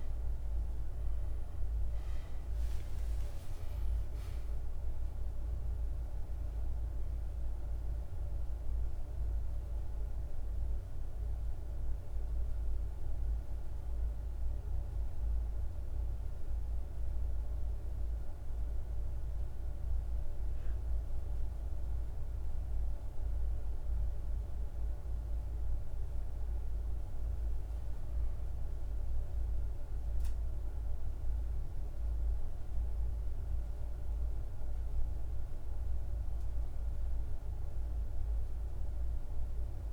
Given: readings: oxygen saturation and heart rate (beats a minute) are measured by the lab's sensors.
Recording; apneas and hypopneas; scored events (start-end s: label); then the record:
breathing in sleep, hard to hear, by a room microphone; 1
0.00-12.50 s: oxygen desaturation (device-marked, oxygen 86% lowest, heart rate 52 extreme)
8.00-25.00 s: central apnea (oxygen 97% before, 89% lowest, heart rate 99 before, 53 extreme, up 1 after)
10.50-39.93 s: new sleep stage, N1 (lightest sleep)
27.00-30.50 s: arousal
33.50-39.93 s: oxygen desaturation (device-marked, oxygen 99% before, 91% lowest, heart rate 55 before, 53 extreme)
From the record:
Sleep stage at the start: N2 (light sleep); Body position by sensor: on the back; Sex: male